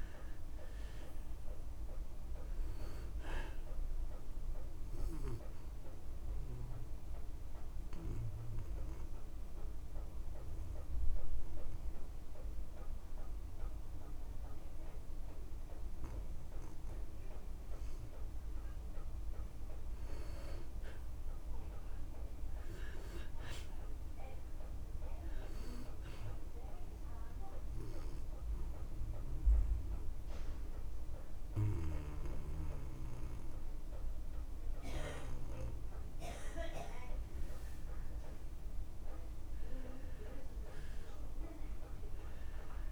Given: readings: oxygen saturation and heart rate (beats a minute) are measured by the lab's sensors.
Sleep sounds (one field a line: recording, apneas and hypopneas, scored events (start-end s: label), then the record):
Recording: breathing in sleep by a room microphone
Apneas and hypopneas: 2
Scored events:
3.00-27.00 s: oxygen desaturation (device-marked, oxygen 96% before, 88% lowest)
4.50-6.50 s: long interval between heartbeats (device-marked)
7.00-19.50 s: obstructive apnea (oxygen 96% before, 88% lowest)
20.00-22.00 s: long interval between heartbeats (device-marked)
21.50-24.00 s: arousal
28.50-38.50 s: obstructive apnea (oxygen 96% before, 89% lowest)
31.50-33.50 s: long interval between heartbeats (device-marked)
34.00-42.92 s: oxygen desaturation (device-marked, oxygen 95% before, 89% lowest)
35.50-37.50 s: long interval between heartbeats (device-marked)
39.00-42.00 s: arousal
From the record:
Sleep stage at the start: N2 (light sleep)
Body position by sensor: on the back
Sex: male